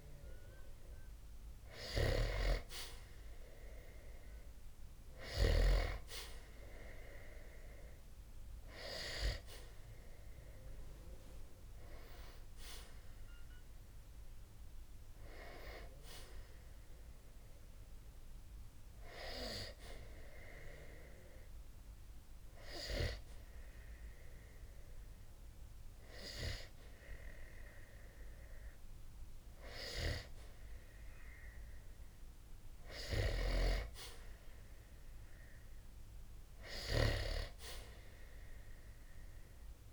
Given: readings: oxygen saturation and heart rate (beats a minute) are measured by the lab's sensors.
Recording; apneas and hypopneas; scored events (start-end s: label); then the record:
breathing in sleep by a room microphone; 1
1.00-5.50 s: arousal
18.00-29.00 s: hypopnea (oxygen 94% before, 92% lowest, heart rate 60 before, 60 extreme, up 0 after)
33.00-36.00 s: arousal
38.00-39.93 s: oxygen desaturation (device-marked, oxygen 95% before, 92% lowest, heart rate 60 before, 60 extreme)
From the record:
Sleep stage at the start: N2 (light sleep); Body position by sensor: on the back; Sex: male